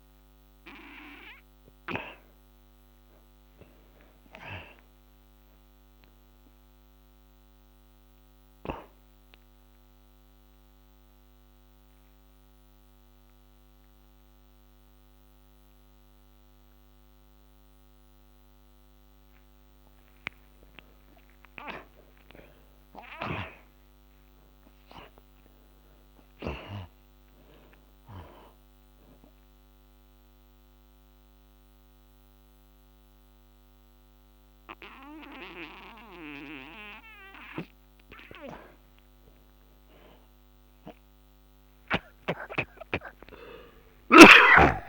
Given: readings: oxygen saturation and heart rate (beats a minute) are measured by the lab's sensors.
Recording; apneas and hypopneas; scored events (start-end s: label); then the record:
breathing in sleep by a microphone on the trachea; 2
0.00-10.00 s: oxygen desaturation (device-marked, oxygen 81% lowest, heart rate 56 extreme)
3.00-6.50 s: arousal
9.00-21.00 s: obstructive apnea (oxygen 98% before, 72% lowest, heart rate 66 before, 53 extreme, up 21 after)
17.00-27.00 s: oxygen desaturation (device-marked, oxygen 95% before, 86% lowest, heart rate 65 before, 53 extreme)
23.00-27.50 s: arousal
30.00-40.00 s: mixed apnea (oxygen 95% before, 72% lowest, heart rate 68 before, 52 extreme, up 10 after)
34.00-42.00 s: oxygen desaturation (device-marked, oxygen 89% before, 72% lowest, heart rate 70 before, 52 extreme)
42.50-44.89 s: arousal
From the record:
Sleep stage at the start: N2 (light sleep); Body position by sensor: on the back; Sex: male